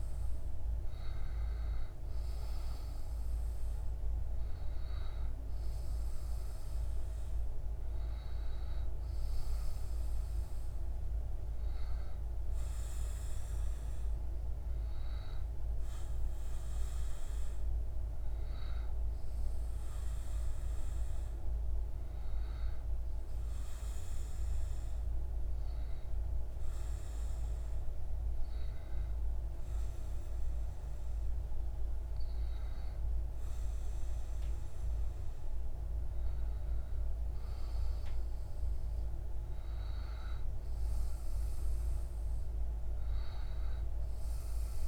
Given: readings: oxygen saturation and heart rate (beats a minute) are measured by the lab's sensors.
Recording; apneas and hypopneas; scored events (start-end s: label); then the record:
breathing in sleep, hard to hear, by a room microphone; 1
20.00-32.50 s: hypopnea (oxygen 96% before, 94% lowest)
35.00-39.00 s: arousal
From the record:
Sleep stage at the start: N2 (light sleep); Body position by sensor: on the back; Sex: male